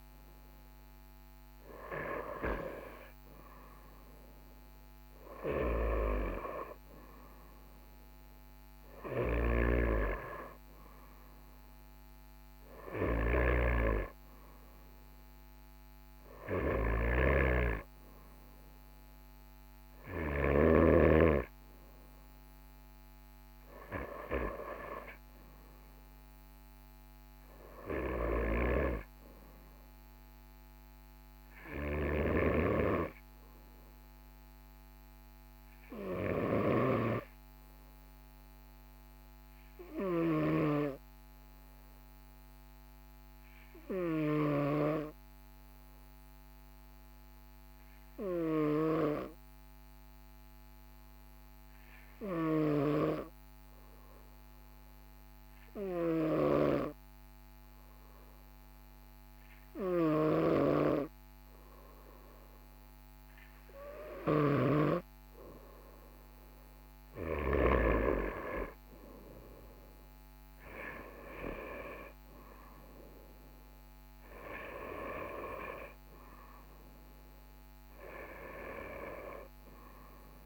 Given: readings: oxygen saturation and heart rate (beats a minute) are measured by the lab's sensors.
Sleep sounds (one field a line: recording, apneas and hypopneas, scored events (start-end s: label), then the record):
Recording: breathing in sleep by a microphone on the trachea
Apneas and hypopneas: 1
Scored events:
0.00-9.00 s: oxygen desaturation (device-marked, oxygen 94% lowest, heart rate 45 extreme)
9.00-20.50 s: snoring (device-marked)
41.00-66.00 s: hypopnea (oxygen 98% before, 95% lowest, heart rate 46 before, 42 extreme, up 1 after)
60.00-64.50 s: snoring (device-marked)
69.00-73.50 s: arousal
From the record:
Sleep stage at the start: N2 (light sleep)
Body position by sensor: on the right side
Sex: male